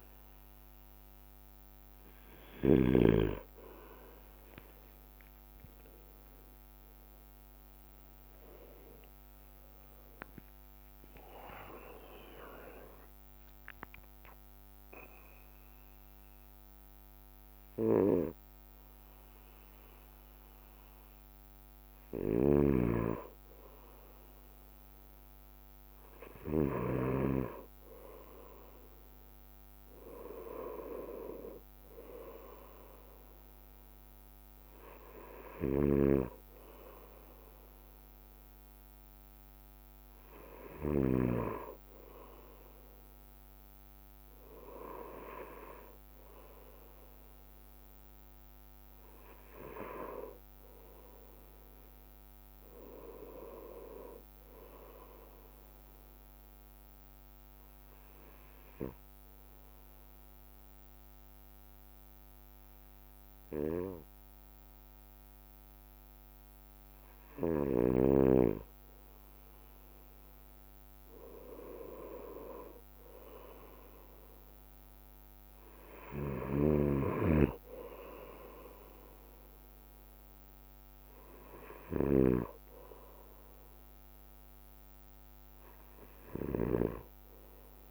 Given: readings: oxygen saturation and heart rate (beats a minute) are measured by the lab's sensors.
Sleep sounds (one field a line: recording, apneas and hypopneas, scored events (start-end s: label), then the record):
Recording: breathing in sleep by a microphone on the trachea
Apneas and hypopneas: 1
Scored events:
0.00-3.00 s: snoring (device-marked)
0.00-4.00 s: bradycardia (device-marked, heart rate 55 extreme)
5.00-9.50 s: arousal
7.00-19.00 s: drop in pulse transit time (device-marked, heart rate 57 before, 60 extreme)
19.00-24.00 s: bradycardia (device-marked, heart rate 58 before, 59 extreme)
22.50-27.00 s: snoring (device-marked)
25.00-71.00 s: bradycardia (device-marked, heart rate 58 before, 54 extreme)
35.50-41.50 s: snoring (device-marked)
49.50-53.00 s: arousal
57.00-68.00 s: obstructive apnea (oxygen 95% before, 93% lowest, heart rate 58 before, 54 extreme, up 6 after)
73.50-77.00 s: arousal
75.00-87.91 s: bradycardia (device-marked, heart rate 58 before, 55 extreme)
76.50-87.91 s: snoring (device-marked)
From the record:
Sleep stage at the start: N2 (light sleep)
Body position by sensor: on the right side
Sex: male